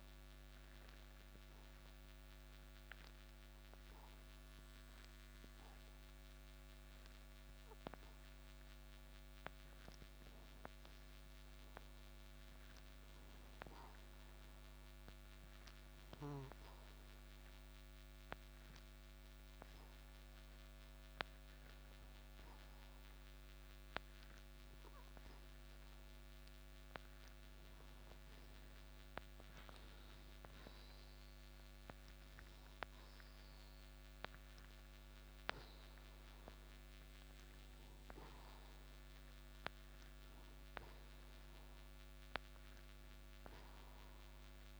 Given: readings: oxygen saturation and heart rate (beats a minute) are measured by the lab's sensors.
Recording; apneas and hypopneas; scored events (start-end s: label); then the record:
breathing in sleep by a microphone on the trachea; 1
0.00-12.00 s: oxygen desaturation (device-marked, oxygen 84% lowest)
14.50-27.50 s: hypopnea (oxygen 98% before, 92% lowest)
32.50-37.00 s: arousal
From the record:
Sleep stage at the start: N2 (light sleep); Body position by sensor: on the right side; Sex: male